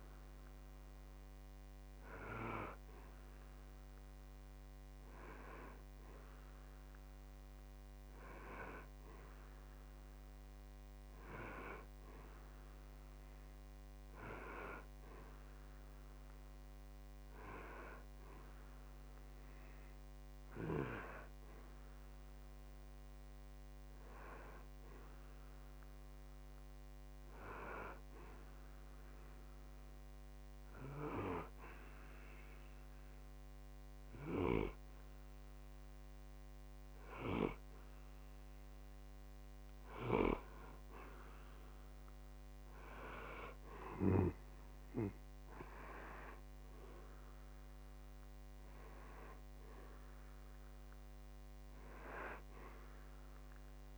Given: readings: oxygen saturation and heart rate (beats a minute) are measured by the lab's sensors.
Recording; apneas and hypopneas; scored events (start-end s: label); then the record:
breathing in sleep by a microphone on the trachea; 1
27.50-38.50 s: hypopnea (oxygen 94% before, 90% lowest, heart rate 64 before, 52 extreme, up 0 after)
41.00-45.00 s: arousal
46.50-53.98 s: oxygen desaturation (device-marked, oxygen 93% before, 90% lowest, heart rate 63 before, 52 extreme)
From the record:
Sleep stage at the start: N2 (light sleep); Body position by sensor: on the back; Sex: male